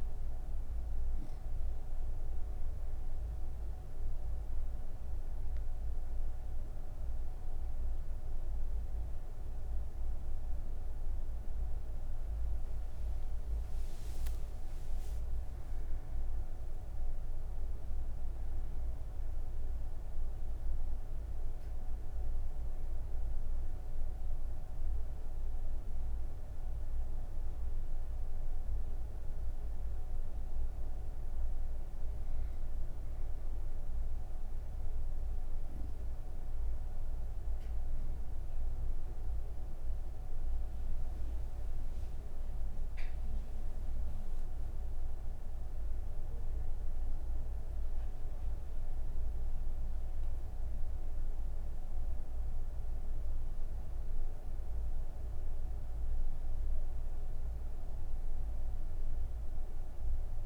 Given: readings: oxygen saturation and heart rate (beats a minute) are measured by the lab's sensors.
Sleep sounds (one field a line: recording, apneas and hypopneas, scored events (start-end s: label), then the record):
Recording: breathing in sleep, hard to hear, by a room microphone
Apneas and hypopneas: none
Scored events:
42.50-60.46 s: new sleep stage, N1 (lightest sleep)
From the record:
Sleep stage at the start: N3 (deep sleep)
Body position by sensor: on the right side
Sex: female